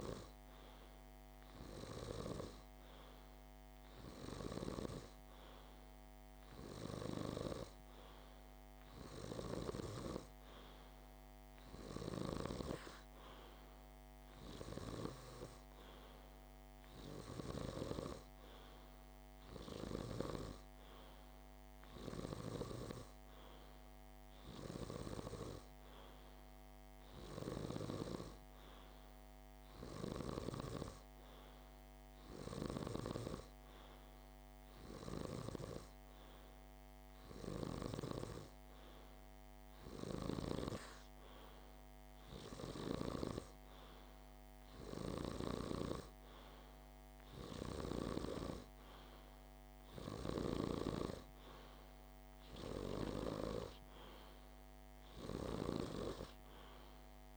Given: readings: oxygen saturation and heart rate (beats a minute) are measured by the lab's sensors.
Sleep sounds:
breathing in sleep by a microphone on the trachea; none
none scored
From the record:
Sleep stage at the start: N2 (light sleep); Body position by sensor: on the back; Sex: male

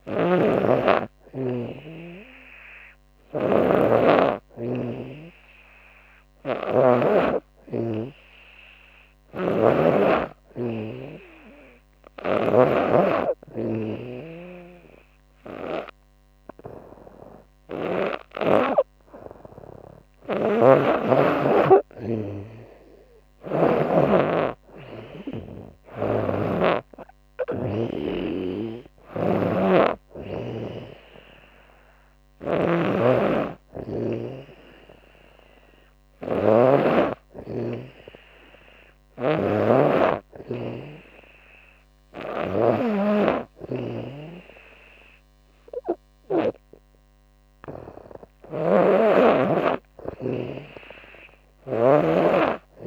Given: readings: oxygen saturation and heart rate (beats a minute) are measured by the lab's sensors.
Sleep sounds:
breathing in sleep by a microphone on the trachea; none
0.00-6.50 s: snoring (device-marked)
8.50-17.50 s: snoring (device-marked)
19.50-26.00 s: snoring (device-marked)
28.00-51.50 s: snoring (device-marked)
From the record:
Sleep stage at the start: N2 (light sleep); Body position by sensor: on the back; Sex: female

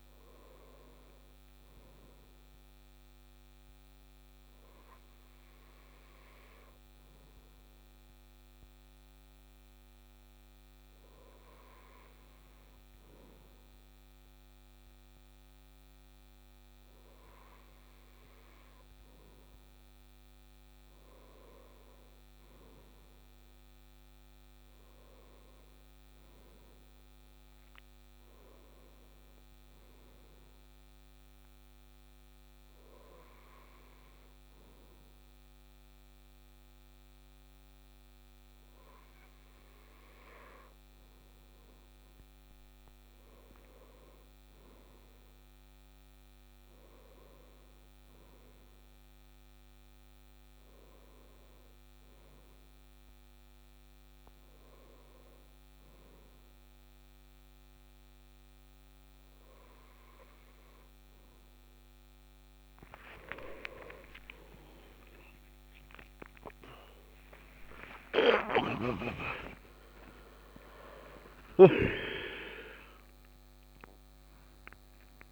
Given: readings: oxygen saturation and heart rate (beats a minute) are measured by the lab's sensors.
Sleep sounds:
breathing in sleep by a microphone on the trachea; 2
4.00-17.00 s: hypopnea (oxygen 97% before, 96% lowest, heart rate 62 before, 58 extreme, up 6 after)
20.50-25.00 s: arousal
31.50-42.00 s: hypopnea (oxygen 97% before, 96% lowest, heart rate 62 before, 58 extreme, up 8 after)
44.50-48.00 s: arousal
65.00-71.00 s: tachycardia (device-marked, heart rate 63 before, 119 extreme)
69.00-75.32 s: new sleep stage, awake
From the record:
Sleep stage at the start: N2 (light sleep); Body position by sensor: on the left side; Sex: male

